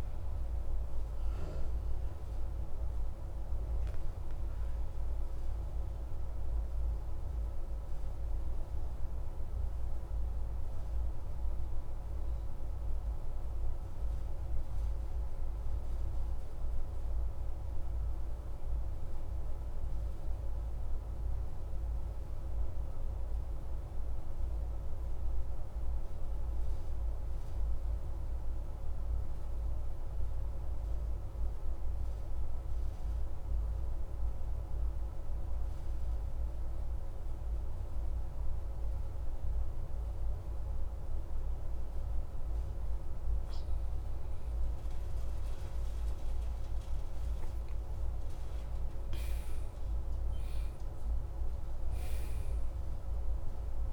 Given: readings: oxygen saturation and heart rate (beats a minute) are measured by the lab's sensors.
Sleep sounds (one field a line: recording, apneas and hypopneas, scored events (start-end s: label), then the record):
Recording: breathing in sleep, hard to hear, by a room microphone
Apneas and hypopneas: 1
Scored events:
0.00-9.00 s: oxygen desaturation (device-marked, oxygen 93% lowest)
6.00-42.50 s: mixed apnea (oxygen 96% before, 91% lowest)
38.00-53.93 s: oxygen desaturation (device-marked, oxygen 96% before, 91% lowest)
46.00-51.50 s: arousal
From the record:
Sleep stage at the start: N2 (light sleep)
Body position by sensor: on the back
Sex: male